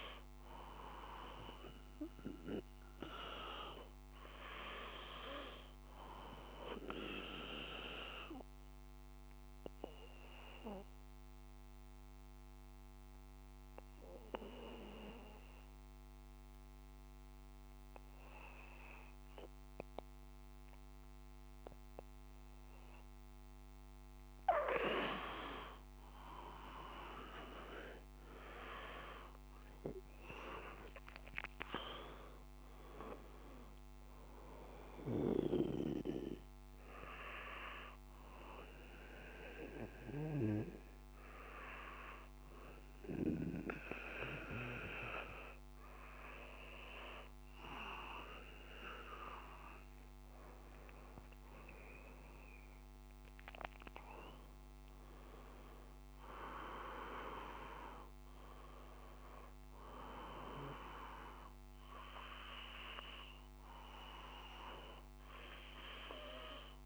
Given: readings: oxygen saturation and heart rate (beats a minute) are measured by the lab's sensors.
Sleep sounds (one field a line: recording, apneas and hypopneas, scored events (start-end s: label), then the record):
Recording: breathing in sleep by a microphone on the trachea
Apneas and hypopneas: 1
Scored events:
0.50-18.50 s: oxygen desaturation (device-marked, oxygen 96% before, 92% lowest, heart rate 58 before, 37 extreme)
7.00-23.00 s: obstructive apnea (oxygen 96% before, 92% lowest, heart rate 51 before, 37 extreme, up 11 after)
25.50-29.00 s: arousal
35.50-52.50 s: oxygen desaturation (device-marked, oxygen 97% before, 93% lowest, heart rate 57 before, 27 extreme)
51.00-55.00 s: arousal
From the record:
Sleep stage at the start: N2 (light sleep)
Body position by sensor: on the back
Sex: male